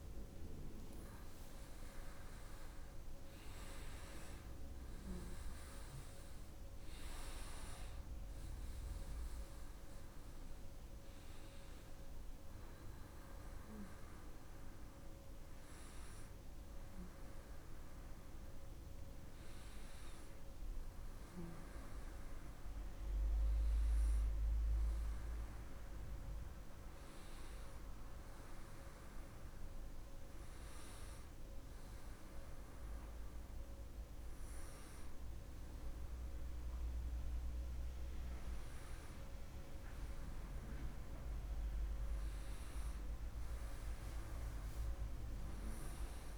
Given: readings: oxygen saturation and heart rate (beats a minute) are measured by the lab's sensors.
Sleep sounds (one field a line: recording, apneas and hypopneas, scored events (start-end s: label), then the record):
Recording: a person awake in a sleep study, hard to hear, by a room microphone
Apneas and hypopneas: none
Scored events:
none scored
From the record:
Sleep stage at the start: awake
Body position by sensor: on the right side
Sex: female